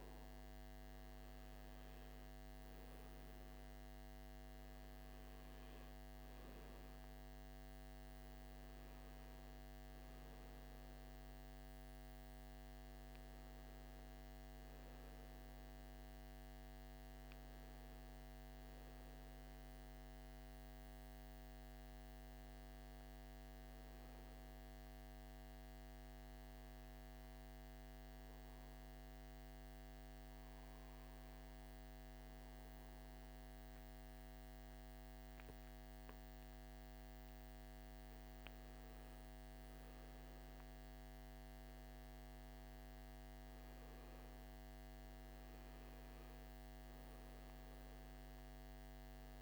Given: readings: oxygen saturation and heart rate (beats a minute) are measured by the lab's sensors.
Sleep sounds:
breathing in sleep, hard to hear, by a microphone on the trachea; 1
13.00-17.00 s: arousal
23.00-36.00 s: obstructive apnea (oxygen 96% before, 94% lowest, heart rate 62 before, 54 extreme, up 6 after)
37.00-42.00 s: arousal
48.50-49.42 s: new sleep stage, N1 (lightest sleep)
From the record:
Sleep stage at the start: N2 (light sleep); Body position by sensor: on the right side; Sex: male

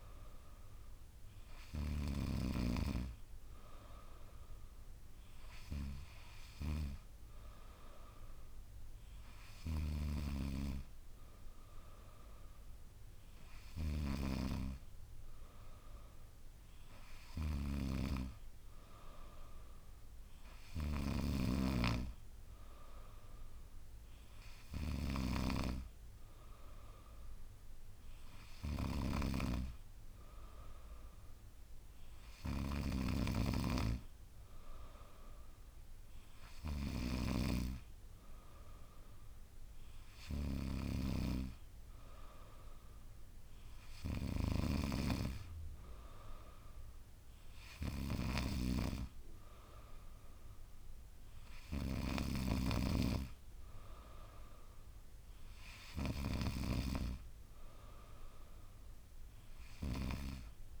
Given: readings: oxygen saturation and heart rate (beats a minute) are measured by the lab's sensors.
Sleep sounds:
breathing in sleep by a room microphone; none
none scored
From the record:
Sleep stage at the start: N3 (deep sleep); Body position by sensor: on the back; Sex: female

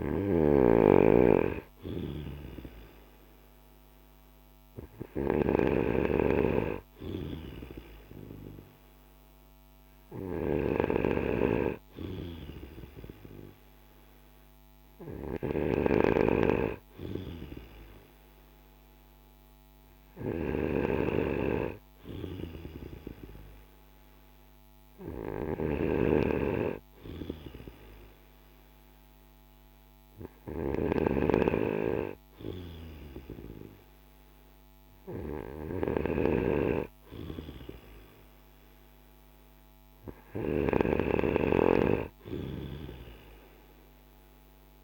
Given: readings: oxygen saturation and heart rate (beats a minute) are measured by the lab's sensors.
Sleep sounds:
breathing in sleep by a microphone on the trachea; none
40.00-44.84 s: snoring (device-marked)
From the record:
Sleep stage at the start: N2 (light sleep); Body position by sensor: on the back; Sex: male

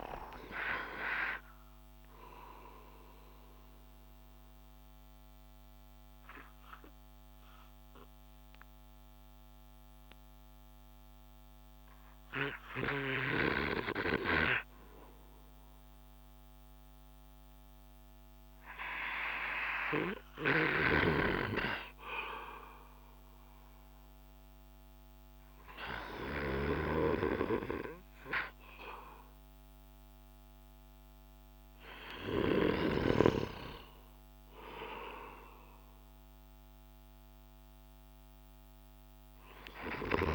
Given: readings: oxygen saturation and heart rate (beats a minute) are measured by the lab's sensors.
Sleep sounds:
breathing in sleep by a microphone on the trachea; none
0.50-22.50 s: oxygen desaturation (device-marked, oxygen 96% before, 92% lowest)
19.50-32.00 s: snoring (device-marked)
38.00-40.35 s: arousal
From the record:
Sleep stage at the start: N2 (light sleep); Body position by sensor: on the back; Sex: male

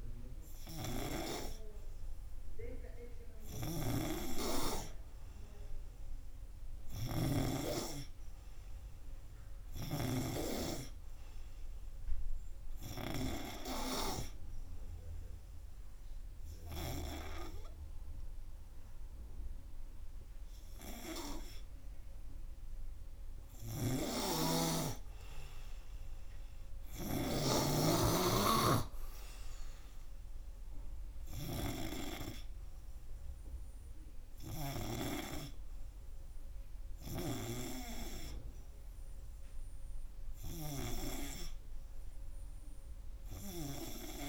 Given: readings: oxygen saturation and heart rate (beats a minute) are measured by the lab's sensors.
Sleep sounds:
breathing in sleep by a room microphone; 1
14.50-25.00 s: obstructive apnea (oxygen 97% before, 95% lowest, heart rate 91 before, 87 extreme, up 1 after)
24.50-28.50 s: snoring (device-marked)
27.50-31.00 s: arousal
From the record:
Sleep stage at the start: N3 (deep sleep); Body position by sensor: on the right side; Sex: male

